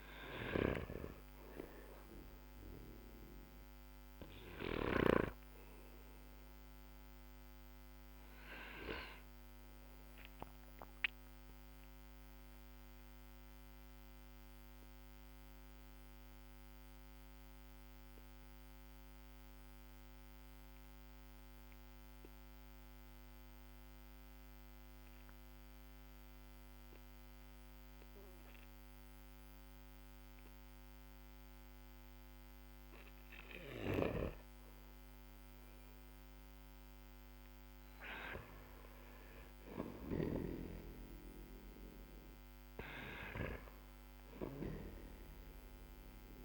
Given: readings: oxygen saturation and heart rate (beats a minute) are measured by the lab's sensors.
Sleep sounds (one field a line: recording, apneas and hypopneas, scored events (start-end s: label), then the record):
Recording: breathing in sleep by a microphone on the trachea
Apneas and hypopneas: 1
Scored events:
0.00-5.00 s: snoring (device-marked)
0.00-18.50 s: oxygen desaturation (device-marked, oxygen 94% lowest, heart rate 47 extreme)
2.50-35.00 s: obstructive apnea (oxygen 99% before, 94% lowest, heart rate 53 before, 47 extreme, up 14 after)
33.50-46.45 s: snoring (device-marked)
37.00-41.50 s: arousal
43.50-46.45 s: oxygen desaturation (device-marked, oxygen 99% before, 95% lowest, heart rate 55 before, 47 extreme)
From the record:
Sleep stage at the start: N2 (light sleep)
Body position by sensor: on the back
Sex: male